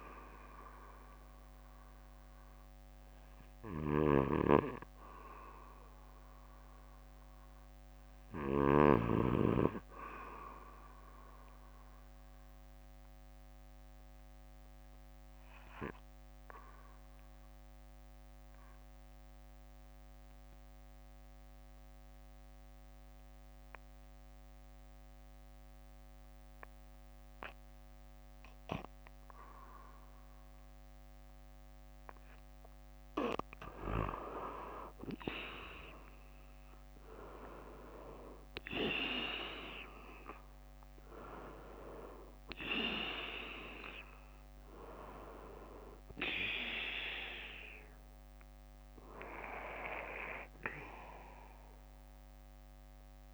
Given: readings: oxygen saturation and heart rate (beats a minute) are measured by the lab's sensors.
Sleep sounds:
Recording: breathing in sleep by a microphone on the trachea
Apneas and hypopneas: 1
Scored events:
11.00-13.00 s: bradycardia (device-marked, heart rate 63 before, 63 extreme)
13.00-31.00 s: obstructive apnea (oxygen 99% before, 91% lowest, heart rate 66 before, 54 extreme, up 13 after)
19.00-31.00 s: bradycardia (device-marked, heart rate 63 before, 56 extreme)
34.50-39.00 s: arousal
From the record:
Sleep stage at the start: N2 (light sleep)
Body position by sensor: on the back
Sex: male

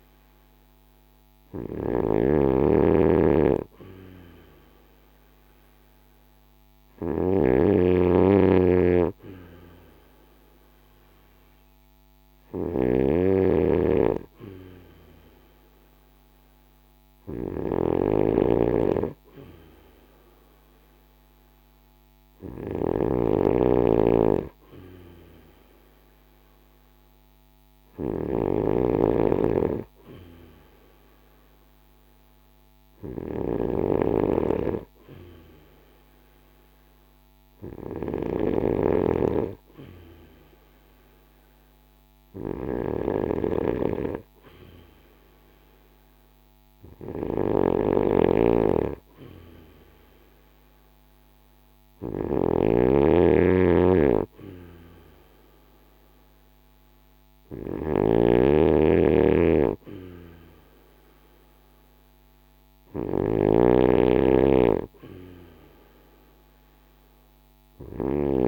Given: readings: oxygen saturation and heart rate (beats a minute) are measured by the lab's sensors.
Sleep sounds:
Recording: breathing in sleep by a microphone on the trachea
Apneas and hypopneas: none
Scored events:
0.00-68.48 s: snoring (device-marked)
From the record:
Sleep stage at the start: N2 (light sleep)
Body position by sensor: on the right side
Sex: male

